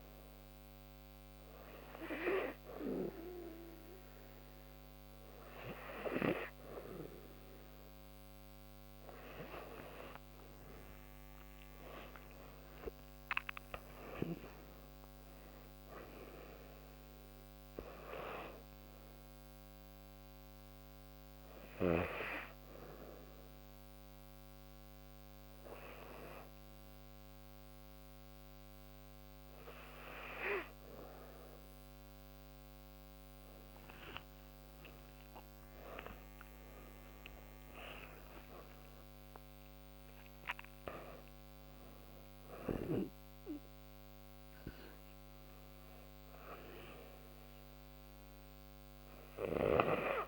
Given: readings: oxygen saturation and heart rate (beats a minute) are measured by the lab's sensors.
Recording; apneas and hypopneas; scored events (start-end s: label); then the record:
breathing in sleep by a microphone on the trachea; none
10.00-14.50 s: arousal
34.00-39.00 s: arousal
From the record:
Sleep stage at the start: N2 (light sleep); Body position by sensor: on the back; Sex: female